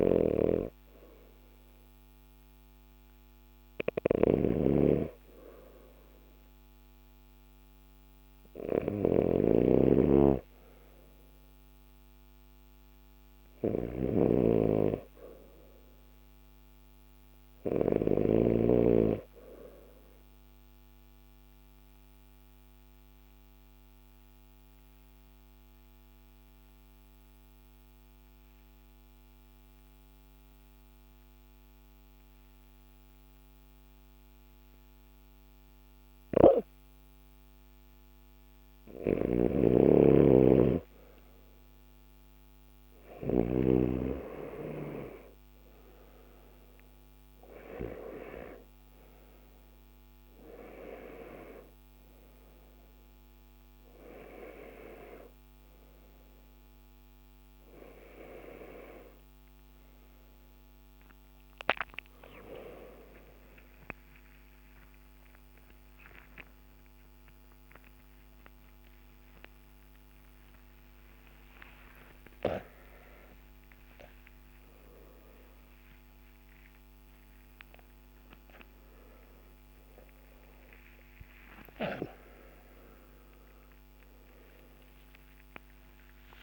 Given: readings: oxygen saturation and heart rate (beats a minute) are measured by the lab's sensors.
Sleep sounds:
breathing in sleep by a microphone on the trachea; 1
0.00-17.50 s: snoring (device-marked)
20.50-35.50 s: obstructive apnea (oxygen 95% before, 92% lowest, heart rate 54 before, 52 extreme, up 2 after)
35.50-43.00 s: snoring (device-marked)
38.00-68.00 s: new sleep stage, N2 (light sleep)
62.50-64.50 s: long interval between heartbeats (device-marked, heart rate 59 before, 68 extreme)
68.00-86.43 s: new sleep stage, awake
82.00-86.43 s: tachycardia (device-marked, heart rate 54 before, 189 extreme)
84.00-86.00 s: long interval between heartbeats (device-marked, heart rate 77 before, 93 extreme)
From the record:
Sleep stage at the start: REM sleep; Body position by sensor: on the left side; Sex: male

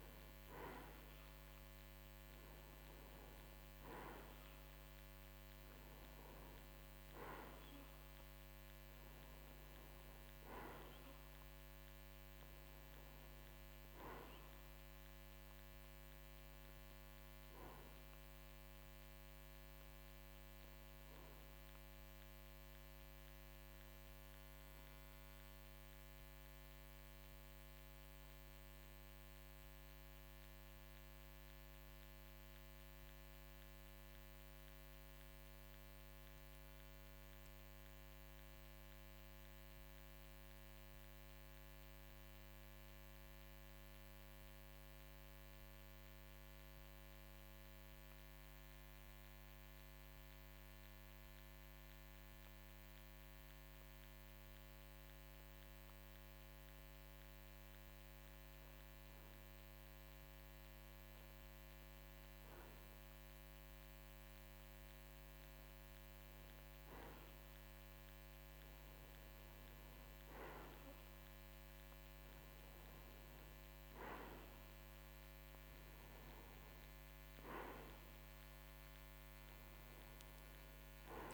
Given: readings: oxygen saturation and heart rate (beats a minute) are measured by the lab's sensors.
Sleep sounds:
breathing in sleep, hard to hear, by a microphone on the trachea; 1
25.00-29.00 s: arousal
31.50-58.00 s: mixed apnea (oxygen 94% before, 91% lowest, heart rate 56 before, 51 extreme, up 1 after)
63.00-67.50 s: arousal
From the record:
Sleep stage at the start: N2 (light sleep); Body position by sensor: on the right side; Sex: male

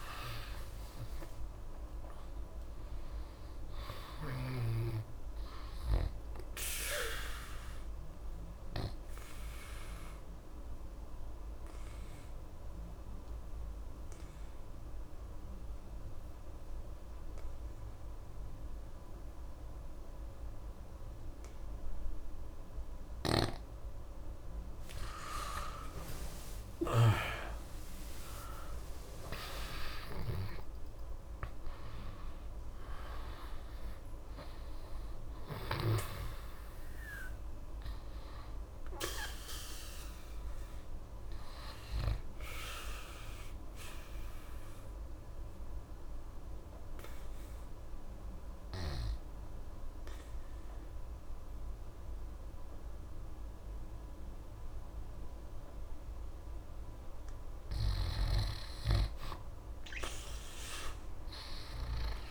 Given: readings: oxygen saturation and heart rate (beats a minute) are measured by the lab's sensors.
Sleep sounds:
breathing in sleep by a room microphone; 2
0.00-4.50 s: arousal
0.00-20.00 s: oxygen desaturation (device-marked, oxygen 88% lowest, heart rate 66 extreme)
9.00-24.50 s: obstructive apnea (oxygen 97% before, 87% lowest, heart rate 125 before, 58 extreme)
26.00-31.50 s: arousal
29.00-50.00 s: oxygen desaturation (device-marked, oxygen 96% before, 87% lowest, heart rate 111 before, 58 extreme)
43.00-56.00 s: obstructive apnea (oxygen 96% before, 87% lowest)
61.00-62.31 s: oxygen desaturation (device-marked, oxygen 97% before, 88% lowest)
From the record:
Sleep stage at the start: N2 (light sleep); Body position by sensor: on the right side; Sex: male

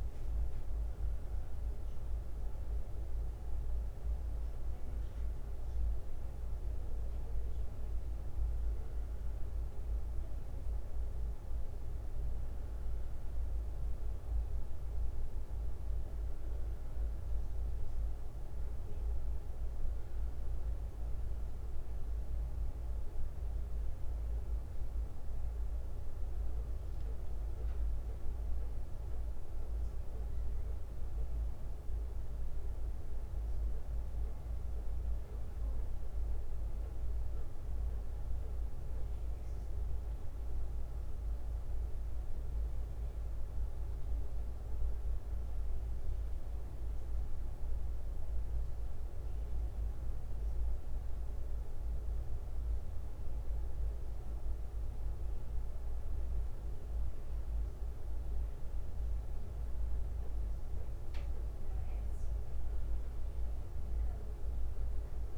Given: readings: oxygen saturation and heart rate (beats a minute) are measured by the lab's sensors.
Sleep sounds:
breathing in sleep, hard to hear, by a room microphone; none
21.50-23.50 s: bradycardia (device-marked, heart rate 67 before, 64 extreme)
30.50-33.50 s: bradycardia (device-marked, heart rate 66 before, 60 extreme)
From the record:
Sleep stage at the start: N1 (lightest sleep); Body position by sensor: on the left side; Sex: male

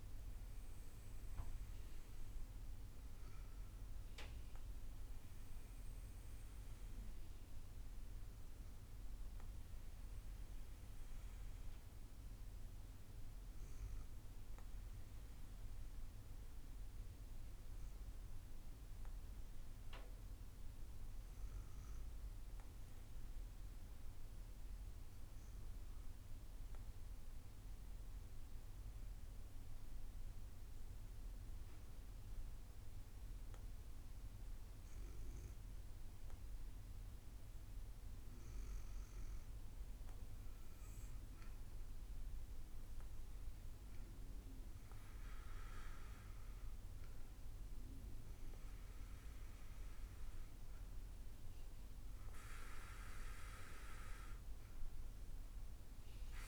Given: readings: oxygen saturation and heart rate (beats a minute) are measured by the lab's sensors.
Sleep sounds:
breathing in sleep, hard to hear, by a room microphone; 1
13.50-33.00 s: hypopnea (oxygen 97% before, 95% lowest, heart rate 64 before, 56 extreme, up 5 after)
39.50-45.00 s: arousal
54.00-56.48 s: new sleep stage, N2 (light sleep)
From the record:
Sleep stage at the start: REM sleep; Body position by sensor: on the back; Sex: female

